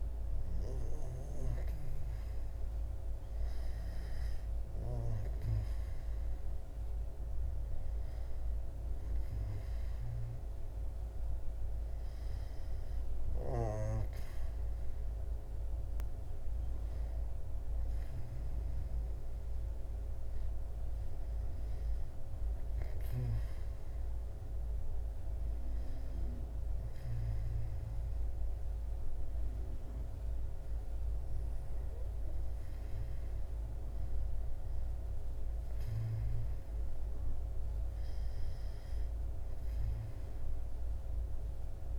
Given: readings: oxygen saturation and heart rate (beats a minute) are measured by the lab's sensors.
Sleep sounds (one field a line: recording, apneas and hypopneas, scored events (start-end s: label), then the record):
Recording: breathing in sleep, hard to hear, by a room microphone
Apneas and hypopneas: none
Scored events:
10.00-41.99 s: new sleep stage, N2 (light sleep)
From the record:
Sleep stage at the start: N1 (lightest sleep)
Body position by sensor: on the back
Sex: male